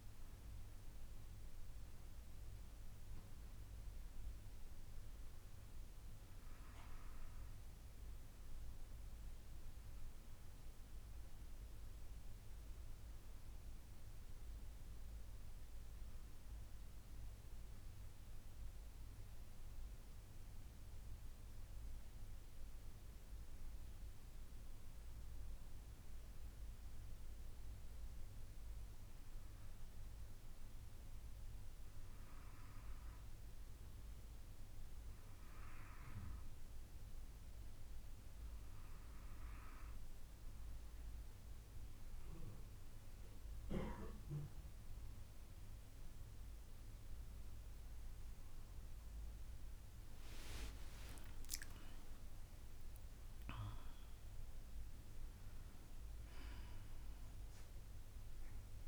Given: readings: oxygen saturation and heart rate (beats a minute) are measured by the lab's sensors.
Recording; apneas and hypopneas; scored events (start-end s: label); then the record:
breathing in sleep by a room microphone; none
42.50-58.88 s: new sleep stage, N2 (light sleep)
49.00-53.00 s: arousal
From the record:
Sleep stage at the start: N1 (lightest sleep); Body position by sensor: on the back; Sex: female